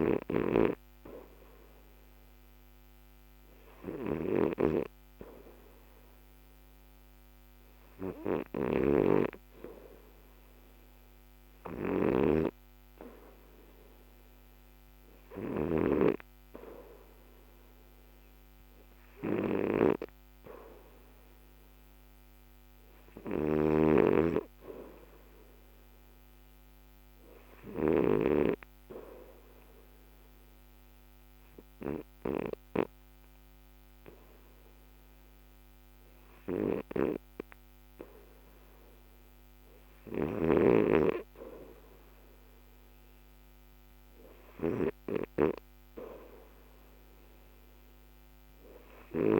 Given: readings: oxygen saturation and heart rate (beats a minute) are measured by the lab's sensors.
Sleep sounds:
breathing in sleep by a microphone on the trachea; 1
22.00-25.50 s: arousal
23.00-28.00 s: snoring (device-marked)
29.50-41.00 s: mixed apnea (oxygen 86% before, 79% lowest, heart rate 68 before, 64 extreme, up 1 after)
43.00-46.50 s: arousal
From the record:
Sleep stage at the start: REM sleep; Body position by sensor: on the back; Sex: male

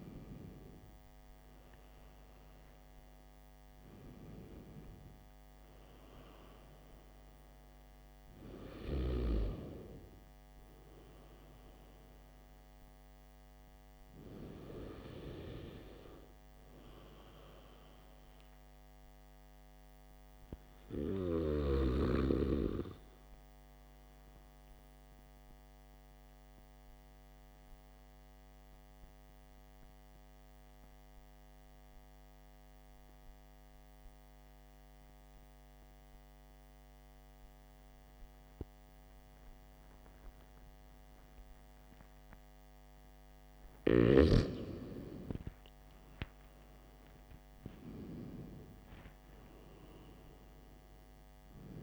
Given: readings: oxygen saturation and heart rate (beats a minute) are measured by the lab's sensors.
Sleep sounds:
breathing in sleep by a microphone on the trachea; 1
0.00-1.00 s: arousal
24.00-43.50 s: mixed apnea (oxygen 94% before, 92% lowest, heart rate 57 before, 53 extreme, up 6 after)
46.50-50.00 s: arousal
From the record:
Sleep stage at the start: N2 (light sleep); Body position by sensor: on the back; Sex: male

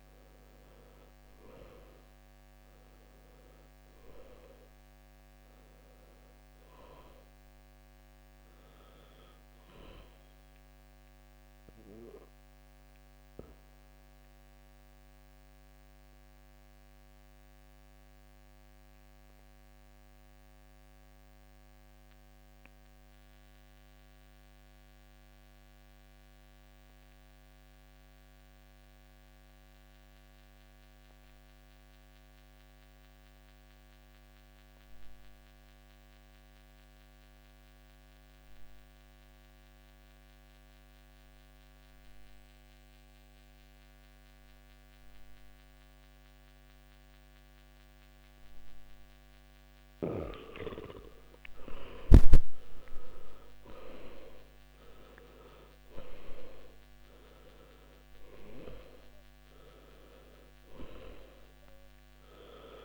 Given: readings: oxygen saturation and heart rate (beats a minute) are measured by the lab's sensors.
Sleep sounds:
breathing in sleep by a microphone on the trachea; 1
1.50-28.50 s: oxygen desaturation (device-marked, oxygen 98% before, 86% lowest, heart rate 62 before, 53 extreme)
10.50-51.00 s: obstructive apnea (oxygen 100% before, 81% lowest, heart rate 65 before, 53 extreme, up 16 after)
39.50-62.85 s: oxygen desaturation (device-marked, oxygen 99% before, 81% lowest, heart rate 57 before, 53 extreme)
52.00-56.00 s: arousal
From the record:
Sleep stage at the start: N2 (light sleep); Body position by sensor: on the back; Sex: male

